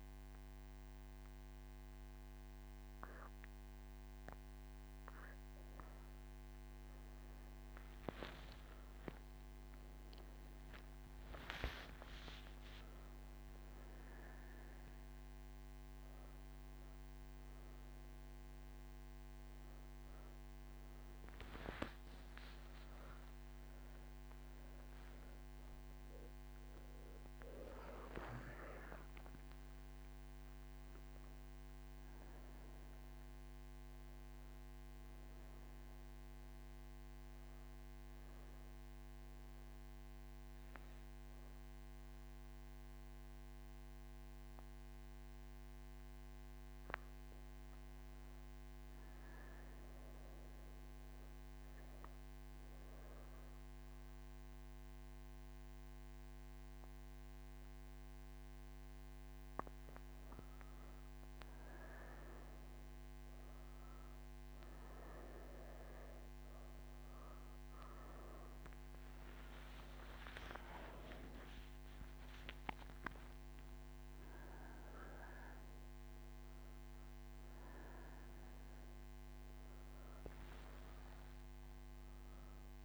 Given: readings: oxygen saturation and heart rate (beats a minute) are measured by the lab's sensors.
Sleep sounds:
breathing in sleep by a microphone on the trachea; 1
37.50-47.50 s: obstructive apnea (oxygen 99% before, 95% lowest)
69.00-77.00 s: oxygen desaturation (device-marked, oxygen 99% before, 96% lowest)
From the record:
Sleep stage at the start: N3 (deep sleep); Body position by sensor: on the right side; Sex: female

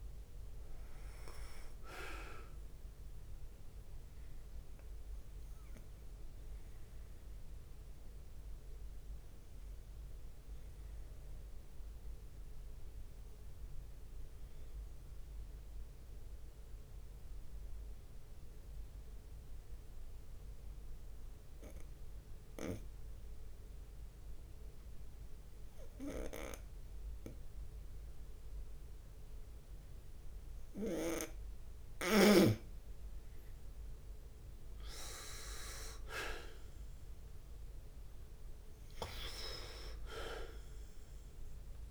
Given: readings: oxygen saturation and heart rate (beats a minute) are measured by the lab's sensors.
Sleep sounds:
breathing in sleep by a room microphone; 1
0.00-2.50 s: drop in pulse transit time (device-marked, heart rate 67 extreme)
0.00-19.50 s: oxygen desaturation (device-marked, oxygen 93% lowest, heart rate 64 extreme)
6.00-31.50 s: obstructive apnea (oxygen 97% before, 91% lowest, heart rate 68 before, 62 extreme, up 6 after)
33.50-37.50 s: arousal
35.50-41.90 s: drop in pulse transit time (device-marked, heart rate 66 before, 65 extreme)
38.50-41.90 s: oxygen desaturation (device-marked, oxygen 97% before, 91% lowest, heart rate 66 before, 62 extreme)
39.50-40.50 s: leg movement (device-marked)
From the record:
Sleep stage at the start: N2 (light sleep); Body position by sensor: on the right side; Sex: male

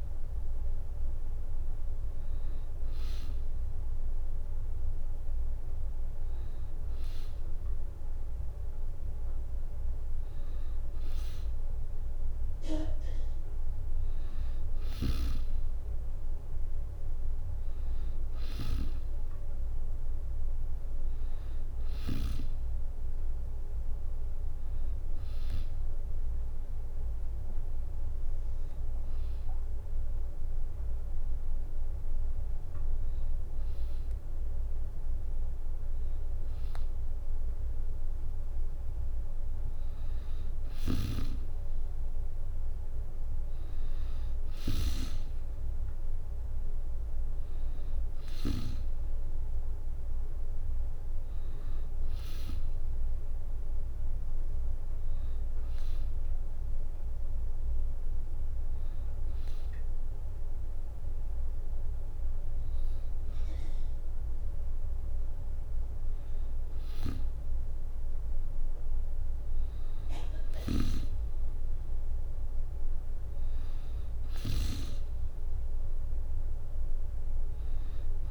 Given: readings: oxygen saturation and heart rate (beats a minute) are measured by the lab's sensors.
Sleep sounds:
breathing in sleep by a room microphone; 1
14.50-22.00 s: snoring (device-marked)
27.00-38.50 s: hypopnea (oxygen 95% before, 92% lowest, heart rate 69 before, 66 extreme, up 3 after)
30.00-78.31 s: new sleep stage, N2 (light sleep)
40.50-48.50 s: snoring (device-marked)
41.50-44.00 s: arousal
70.00-78.31 s: snoring (device-marked)
From the record:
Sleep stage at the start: N3 (deep sleep); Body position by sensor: on the back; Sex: female

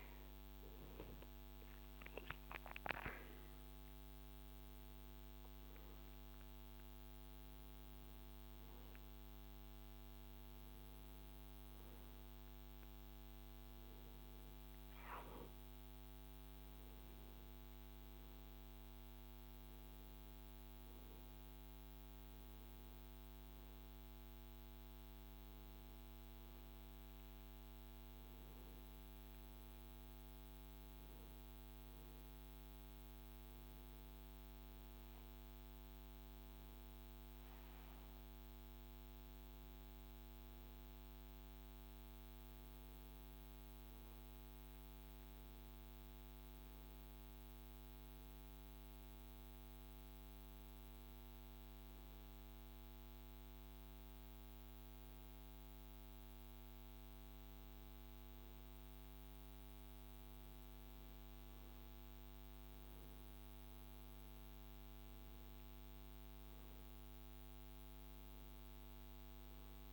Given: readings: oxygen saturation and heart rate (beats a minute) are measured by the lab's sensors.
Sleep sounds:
breathing in sleep, hard to hear, by a microphone on the trachea; none
1.00-4.50 s: arousal
From the record:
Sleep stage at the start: N2 (light sleep); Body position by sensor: on the right side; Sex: male

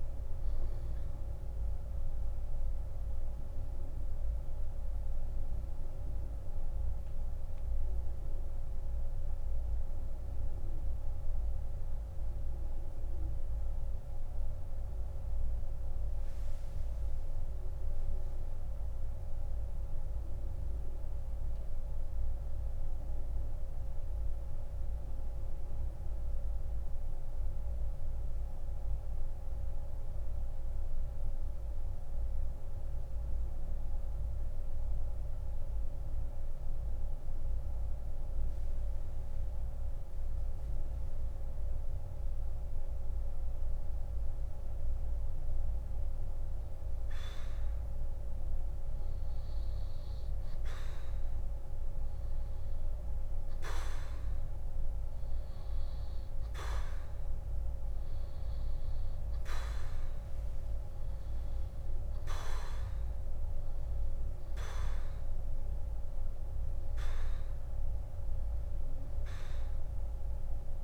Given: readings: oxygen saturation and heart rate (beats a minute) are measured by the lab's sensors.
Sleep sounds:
breathing in sleep, hard to hear, by a room microphone; 1
4.50-44.00 s: mixed apnea (oxygen 96% before, 84% lowest, heart rate 77 before, 57 extreme, up 12 after)
16.00-41.00 s: oxygen desaturation (device-marked, oxygen 91% before, 84% lowest, heart rate 81 before, 57 extreme)
46.50-50.50 s: arousal
52.00-70.84 s: oxygen desaturation (device-marked, oxygen 98% before, 85% lowest, heart rate 74 before, 50 extreme)
From the record:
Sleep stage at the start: N2 (light sleep); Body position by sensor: on the back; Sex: male

